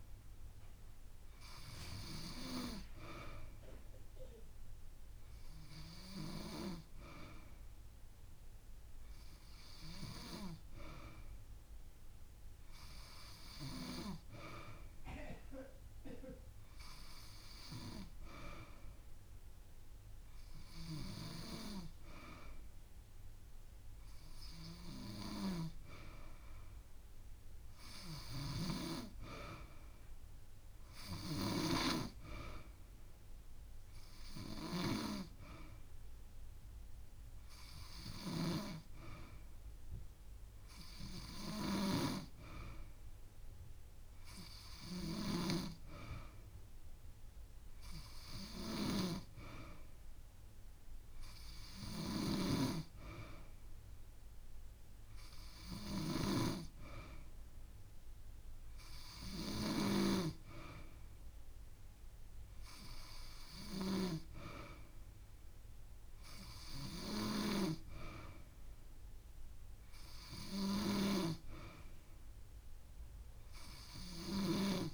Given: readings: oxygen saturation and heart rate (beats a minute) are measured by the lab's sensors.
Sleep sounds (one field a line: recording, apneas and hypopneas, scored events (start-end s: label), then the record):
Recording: breathing in sleep by a room microphone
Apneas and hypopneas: none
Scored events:
8.50-14.50 s: drop in pulse transit time (device-marked)
33.50-35.50 s: long interval between heartbeats (device-marked)
From the record:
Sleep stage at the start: N2 (light sleep)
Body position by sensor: on the back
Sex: female